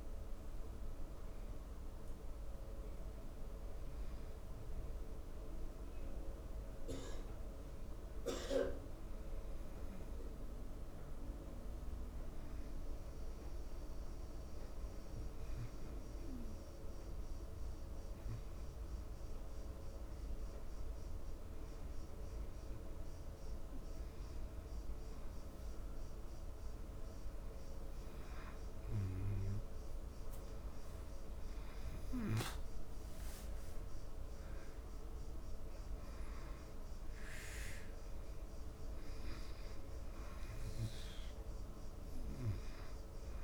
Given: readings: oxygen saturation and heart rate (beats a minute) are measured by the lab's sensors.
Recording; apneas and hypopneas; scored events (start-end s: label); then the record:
breathing in sleep by a room microphone; 1
13.00-23.50 s: hypopnea (oxygen 96% before, 91% lowest, heart rate 81 before, 71 extreme, up 1 after)
26.00-31.50 s: arousal
35.50-43.44 s: oxygen desaturation (device-marked, oxygen 95% before, 91% lowest, heart rate 72 before, 73 extreme)
From the record:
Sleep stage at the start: N2 (light sleep); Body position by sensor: on the back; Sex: male